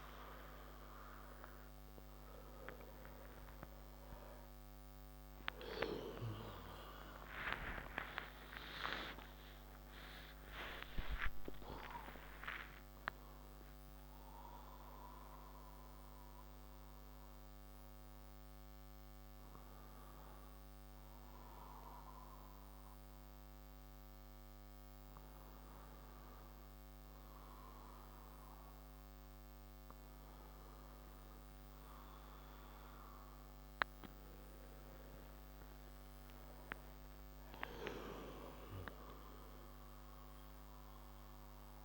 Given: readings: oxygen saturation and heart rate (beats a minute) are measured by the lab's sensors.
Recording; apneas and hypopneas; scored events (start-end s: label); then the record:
a person awake in a sleep study, by a microphone on the trachea; none
0.00-12.00 s: oxygen desaturation (device-marked, oxygen 93% lowest, heart rate 65 extreme)
24.00-41.85 s: new sleep stage, N1 (lightest sleep)
From the record:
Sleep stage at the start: awake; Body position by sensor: on the back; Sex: male